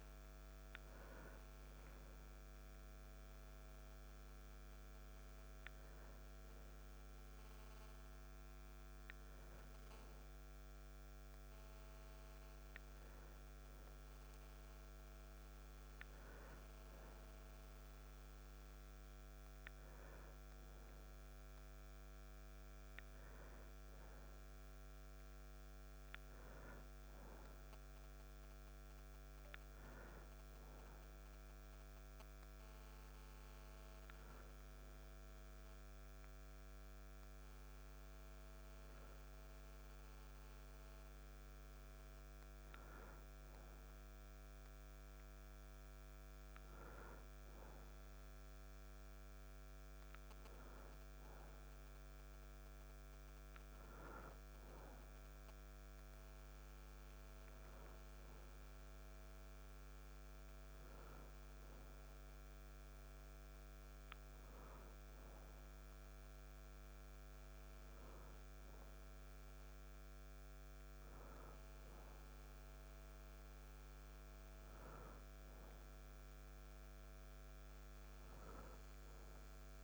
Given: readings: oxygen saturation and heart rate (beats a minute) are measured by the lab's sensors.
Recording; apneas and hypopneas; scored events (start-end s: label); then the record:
a person awake in a sleep study, hard to hear, by a microphone on the trachea; none
none scored
From the record:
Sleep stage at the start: awake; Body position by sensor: on the back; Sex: male